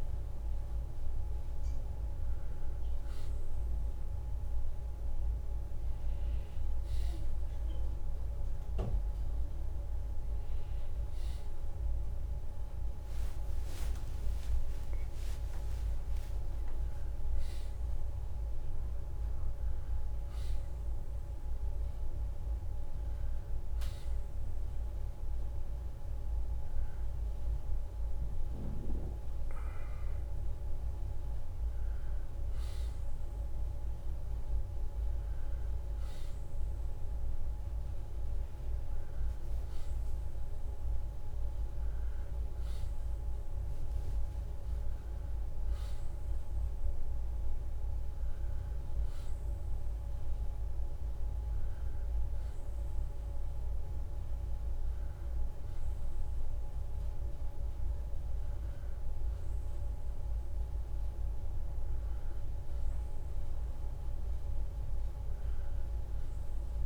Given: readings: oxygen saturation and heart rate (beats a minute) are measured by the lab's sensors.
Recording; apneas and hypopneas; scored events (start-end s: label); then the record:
a person awake in a sleep study, hard to hear, by a room microphone; none
48.50-66.86 s: new sleep stage, N1 (lightest sleep)
From the record:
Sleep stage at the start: awake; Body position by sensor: on the back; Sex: male